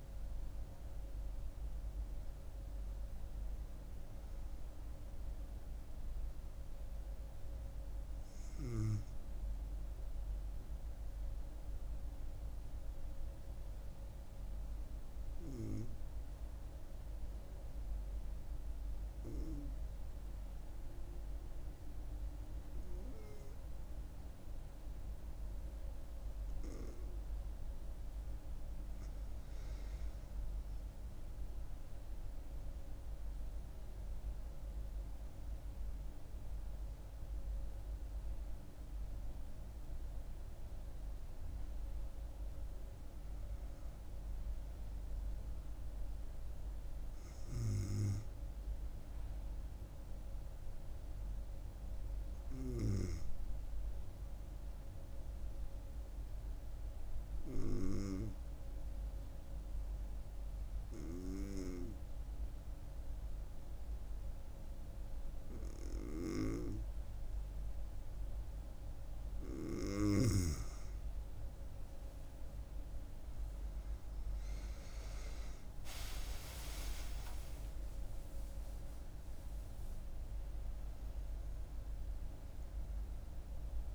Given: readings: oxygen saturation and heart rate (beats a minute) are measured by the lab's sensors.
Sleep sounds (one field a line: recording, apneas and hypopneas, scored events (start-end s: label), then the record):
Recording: breathing in sleep by a room microphone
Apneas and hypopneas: 2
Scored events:
12.50-27.00 s: hypopnea (oxygen 97% before, 92% lowest, heart rate 74 before, 67 extreme, up 9 after)
26.50-48.50 s: oxygen desaturation (device-marked, oxygen 97% before, 93% lowest, heart rate 68 before, 66 extreme)
28.50-33.50 s: arousal
54.00-68.50 s: hypopnea (oxygen 97% before, 92% lowest, heart rate 73 before, 68 extreme, up 9 after)
72.00-75.50 s: arousal
72.50-83.95 s: oxygen desaturation (device-marked, oxygen 97% before, 92% lowest, heart rate 69 before, 68 extreme)
From the record:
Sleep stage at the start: N2 (light sleep)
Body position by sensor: on the back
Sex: female